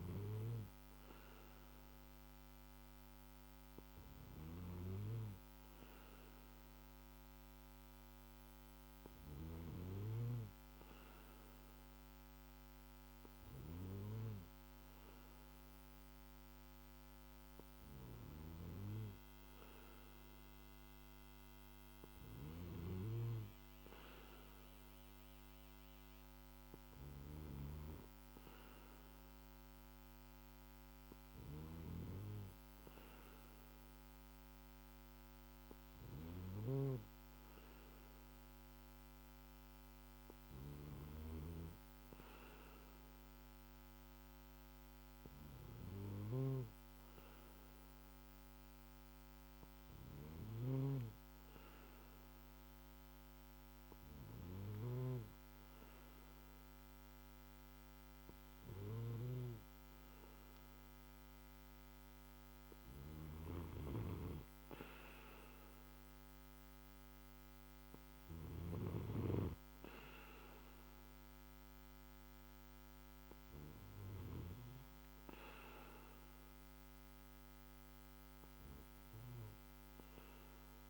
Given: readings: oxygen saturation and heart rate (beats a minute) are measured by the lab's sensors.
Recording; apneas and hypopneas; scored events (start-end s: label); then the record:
breathing in sleep by a microphone on the trachea; 1
43.00-60.00 s: hypopnea (oxygen 95% before, 94% lowest, heart rate 53 before, 51 extreme, up 1 after)
65.00-69.00 s: arousal
From the record:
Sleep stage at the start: N2 (light sleep); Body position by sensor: on the back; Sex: male